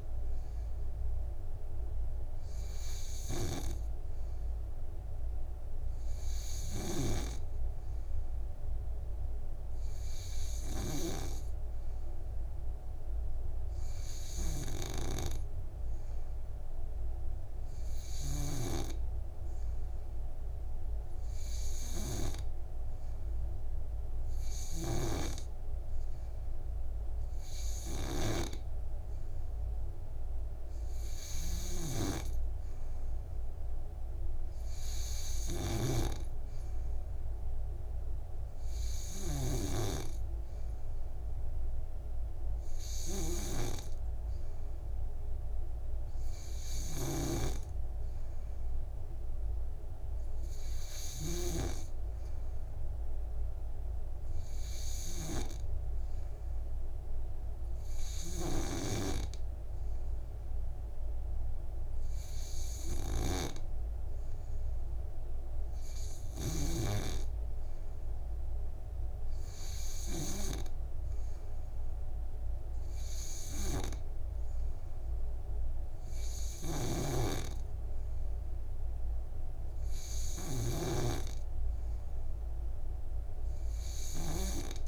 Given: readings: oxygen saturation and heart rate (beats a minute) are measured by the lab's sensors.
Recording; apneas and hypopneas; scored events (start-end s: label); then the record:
breathing in sleep by a room microphone; none
15.00-19.00 s: snoring (device-marked)
28.50-71.00 s: snoring (device-marked)
77.00-84.88 s: snoring (device-marked)
From the record:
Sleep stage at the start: N2 (light sleep); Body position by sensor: on the back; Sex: male